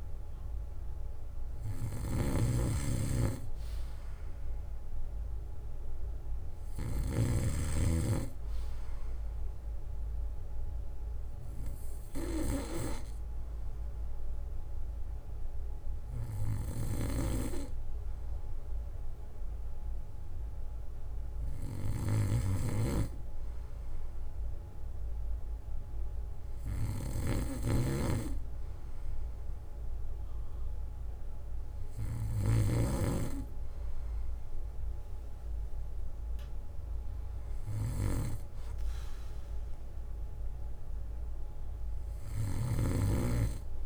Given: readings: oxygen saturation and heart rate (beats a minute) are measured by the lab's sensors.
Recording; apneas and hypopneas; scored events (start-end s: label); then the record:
breathing in sleep by a room microphone; none
0.00-3.00 s: bradycardia (device-marked, heart rate 60 before, 58 extreme)
0.00-7.50 s: snoring (device-marked)
12.00-14.00 s: bradycardia (device-marked, heart rate 60 before, 62 extreme)
17.00-26.00 s: bradycardia (device-marked, heart rate 60 before, 57 extreme)
22.00-33.00 s: snoring (device-marked)
27.00-29.00 s: bradycardia (device-marked, heart rate 60 before, 58 extreme)
32.00-34.00 s: bradycardia (device-marked, heart rate 60 before, 60 extreme)
40.50-43.86 s: arousal
From the record:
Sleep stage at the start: N2 (light sleep); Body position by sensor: on the back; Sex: male